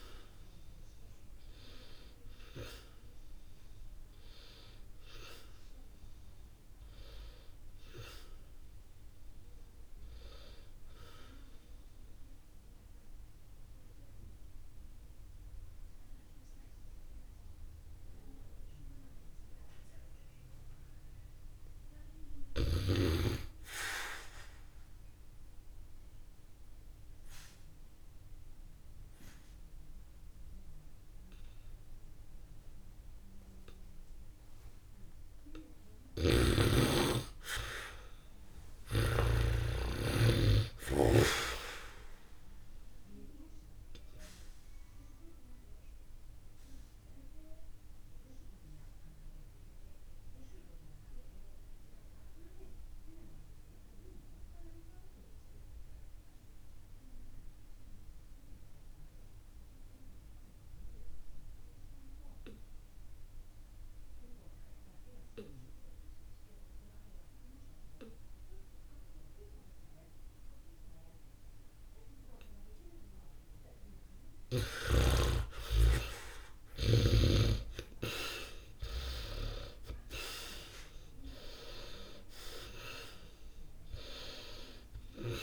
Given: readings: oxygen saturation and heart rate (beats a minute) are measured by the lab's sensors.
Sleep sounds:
breathing in sleep by a room microphone; 2
0.00-10.50 s: oxygen desaturation (device-marked, oxygen 88% lowest, heart rate 61 extreme)
19.00-22.50 s: arousal
24.50-36.00 s: obstructive apnea (oxygen 98% before, 77% lowest, heart rate 69 before, 61 extreme, up 2 after)
31.50-63.50 s: oxygen desaturation (device-marked, oxygen 98% before, 87% lowest, heart rate 67 before, 52 extreme)
36.00-39.50 s: snoring (device-marked)
36.50-40.50 s: arousal
43.00-73.00 s: obstructive apnea (oxygen 98% before, 77% lowest, heart rate 63 before, 52 extreme, up 3 after)
69.50-85.43 s: oxygen desaturation (device-marked, oxygen 99% before, 77% lowest, heart rate 62 before, 52 extreme)
74.50-77.50 s: arousal
From the record:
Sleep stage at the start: N2 (light sleep); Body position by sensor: on the back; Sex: male

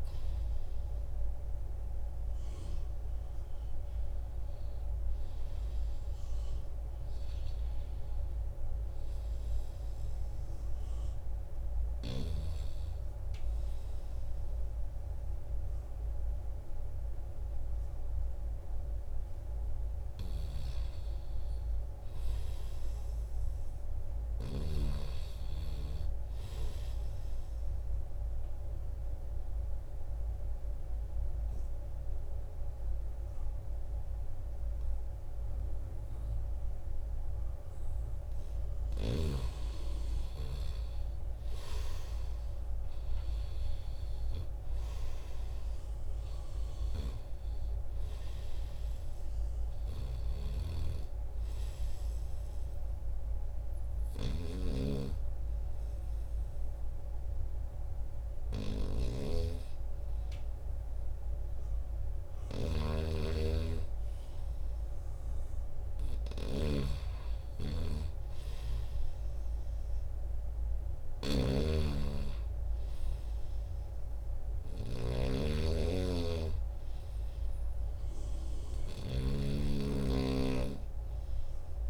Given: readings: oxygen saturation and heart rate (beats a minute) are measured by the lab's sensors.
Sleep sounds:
breathing in sleep by a room microphone; 3
2.00-5.50 s: arousal
5.00-81.90 s: new sleep stage, N2 (light sleep)
8.50-20.00 s: hypopnea (oxygen 96% before, 90% lowest, heart rate 81 before, 77 extreme, up 2 after)
20.00-25.00 s: snoring (device-marked)
22.00-25.00 s: arousal
28.00-39.00 s: obstructive apnea (oxygen 96% before, 90% lowest, heart rate 79 before, 77 extreme, up 3 after)
28.00-41.00 s: oxygen desaturation (device-marked, oxygen 95% before, 92% lowest, heart rate 79 before, 77 extreme)
41.50-45.50 s: arousal
48.00-65.00 s: oxygen desaturation (device-marked, oxygen 95% before, 90% lowest, heart rate 78 before, 77 extreme)
50.00-81.90 s: snoring (device-marked)
52.50-63.50 s: hypopnea (oxygen 95% before, 90% lowest, heart rate 79 before, 77 extreme, up 1 after)
65.00-68.00 s: arousal
From the record:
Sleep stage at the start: N1 (lightest sleep); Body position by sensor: on the back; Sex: male

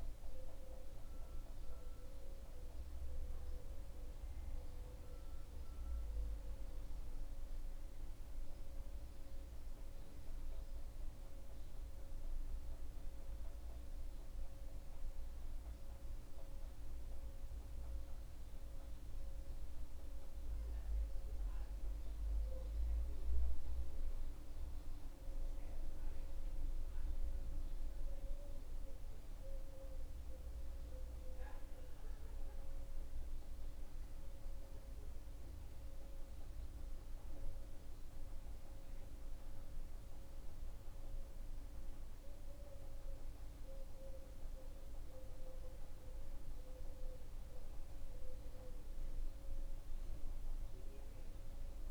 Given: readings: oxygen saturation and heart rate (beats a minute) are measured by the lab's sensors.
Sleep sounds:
breathing in sleep, hard to hear, by a room microphone; none
none scored
From the record:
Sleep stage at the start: N2 (light sleep); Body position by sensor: on the back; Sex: male

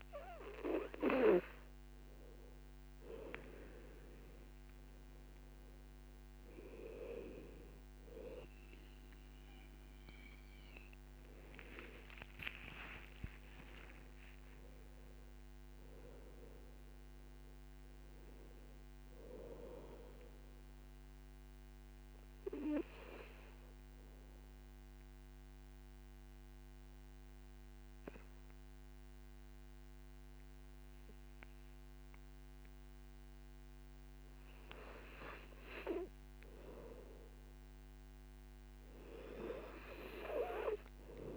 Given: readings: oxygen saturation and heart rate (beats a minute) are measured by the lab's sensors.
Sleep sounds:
breathing in sleep by a microphone on the trachea; 1
11.00-14.00 s: arousal
11.50-25.50 s: oxygen desaturation (device-marked, oxygen 95% before, 92% lowest, heart rate 57 before, 52 extreme)
22.50-35.00 s: obstructive apnea (oxygen 98% before, 93% lowest, heart rate 66 before, 52 extreme, up 2 after)
37.00-40.00 s: arousal
From the record:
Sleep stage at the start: N2 (light sleep); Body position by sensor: on the back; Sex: male

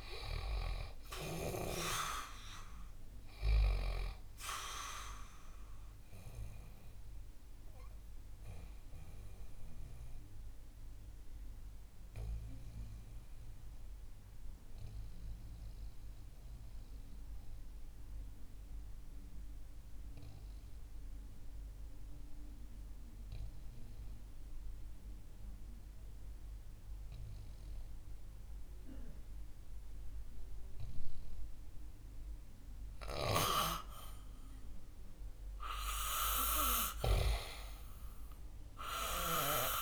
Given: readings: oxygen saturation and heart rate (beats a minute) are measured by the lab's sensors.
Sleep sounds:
breathing in sleep by a room microphone; 1
6.00-34.00 s: obstructive apnea (oxygen 99% before, 90% lowest, heart rate 70 before, 61 extreme, up 2 after)
17.00-28.00 s: oxygen desaturation (device-marked, oxygen 94% before, 90% lowest, heart rate 69 before, 63 extreme)
35.50-38.50 s: arousal
From the record:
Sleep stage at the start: N2 (light sleep); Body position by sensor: on the back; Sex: male

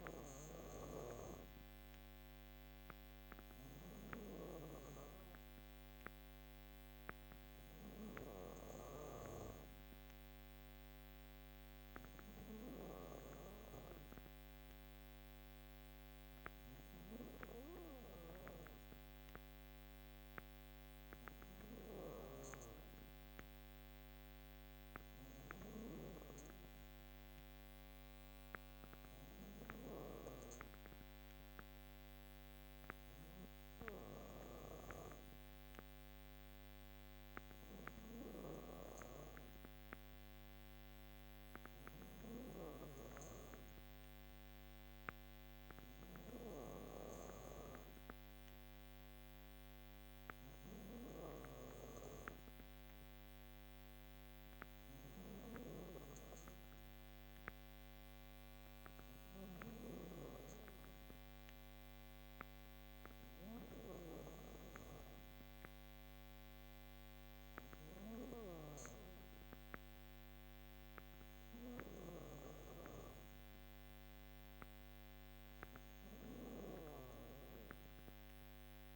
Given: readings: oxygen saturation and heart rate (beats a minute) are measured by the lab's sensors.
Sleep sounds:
breathing in sleep by a microphone on the trachea; none
none scored
From the record:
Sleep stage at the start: N2 (light sleep); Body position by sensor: on the back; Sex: female

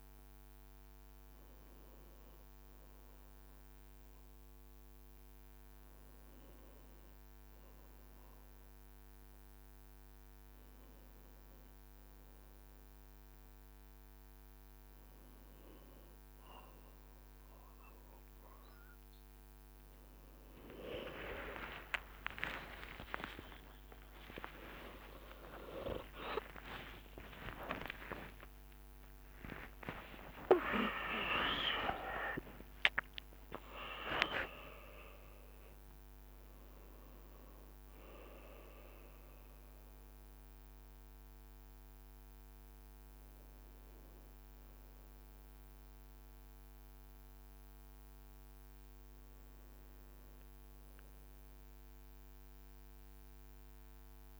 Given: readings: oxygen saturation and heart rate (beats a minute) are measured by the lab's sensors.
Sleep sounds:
a person awake in a sleep study, by a microphone on the trachea; none
11.00-41.00 s: new sleep stage, awake
21.00-23.00 s: long interval between heartbeats (device-marked, heart rate 59 before, 77 extreme)
21.00-36.00 s: tachycardia (device-marked, heart rate 58 before, 175 extreme)
25.00-27.00 s: long interval between heartbeats (device-marked, heart rate 65 before, 129 extreme)
27.00-29.00 s: long interval between heartbeats (device-marked, heart rate 73 before, 131 extreme)
29.00-31.00 s: long interval between heartbeats (device-marked, heart rate 80 before, 148 extreme)
32.00-34.00 s: long interval between heartbeats (device-marked, heart rate 94 before, 155 extreme)
41.00-54.39 s: new sleep stage, N1 (lightest sleep)
From the record:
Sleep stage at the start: N1 (lightest sleep); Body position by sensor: on the back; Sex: male

